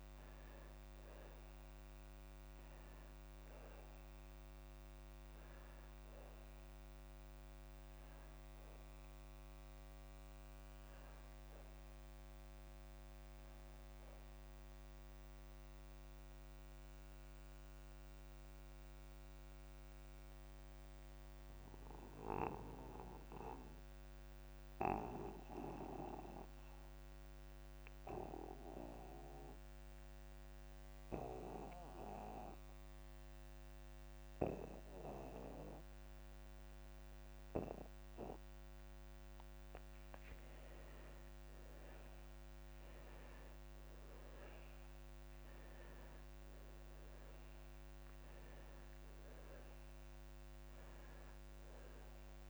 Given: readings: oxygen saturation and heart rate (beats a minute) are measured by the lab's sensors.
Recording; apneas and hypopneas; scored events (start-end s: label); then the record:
breathing in sleep by a microphone on the trachea; 1
0.00-24.50 s: oxygen desaturation (device-marked, oxygen 87% lowest)
16.00-40.00 s: mixed apnea (oxygen 96% before, 87% lowest)
41.50-52.50 s: oxygen desaturation (device-marked, oxygen 98% before, 88% lowest)
44.50-49.50 s: arousal
From the record:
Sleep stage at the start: N2 (light sleep); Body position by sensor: on the back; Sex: male